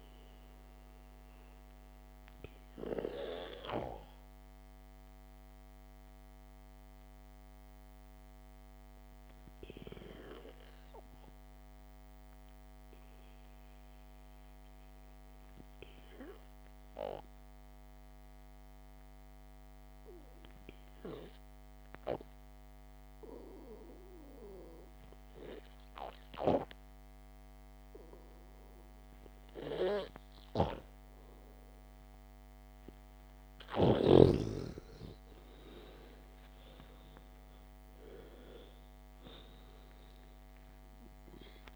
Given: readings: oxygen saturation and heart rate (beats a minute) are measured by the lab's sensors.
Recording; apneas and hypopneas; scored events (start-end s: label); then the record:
breathing in sleep by a microphone on the trachea; 1
0.00-2.00 s: oxygen desaturation (device-marked, oxygen 92% lowest, heart rate 56 extreme)
1.00-23.50 s: obstructive apnea (oxygen 98% before, 92% lowest, heart rate 59 before, 53 extreme, up 1 after)
31.00-34.50 s: snoring (device-marked)
34.50-39.50 s: arousal
From the record:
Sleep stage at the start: N2 (light sleep); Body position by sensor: on the back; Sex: male